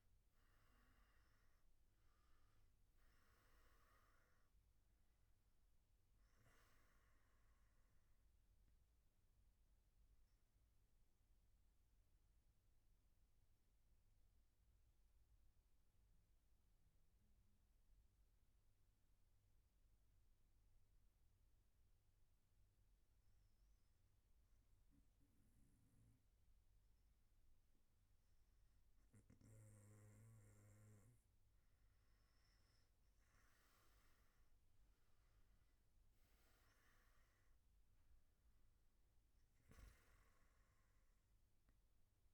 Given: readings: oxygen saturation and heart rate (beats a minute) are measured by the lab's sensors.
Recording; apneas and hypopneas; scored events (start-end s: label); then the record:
breathing in sleep, hard to hear, by a room microphone; 1
11.50-28.50 s: mixed apnea (oxygen 96% before, 92% lowest, heart rate 122 before, 107 extreme, up 9 after)
35.50-42.34 s: new sleep stage, N1 (lightest sleep)
From the record:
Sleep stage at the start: N3 (deep sleep); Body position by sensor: on the back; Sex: male